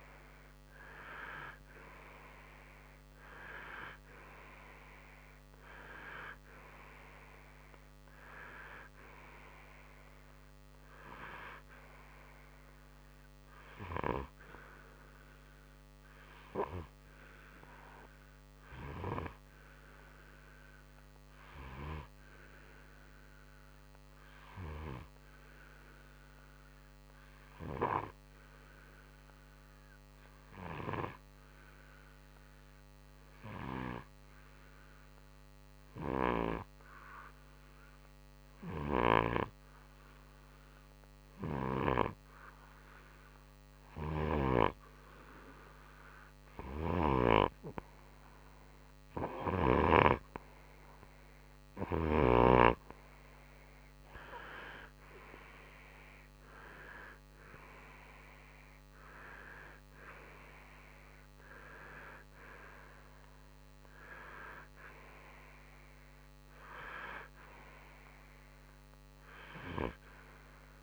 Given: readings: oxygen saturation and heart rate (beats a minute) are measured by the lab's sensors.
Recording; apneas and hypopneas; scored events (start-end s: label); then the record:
breathing in sleep by a microphone on the trachea; 1
16.00-43.00 s: obstructive apnea (oxygen 95% before, 90% lowest, heart rate 66 before, 55 extreme, up 7 after)
17.00-34.00 s: oxygen desaturation (device-marked, oxygen 94% before, 91% lowest, heart rate 66 before, 55 extreme)
48.50-52.00 s: arousal
50.00-70.83 s: oxygen desaturation (device-marked, oxygen 96% before, 90% lowest, heart rate 60 before, 58 extreme)
From the record:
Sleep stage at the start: N2 (light sleep); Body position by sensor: on the right side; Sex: male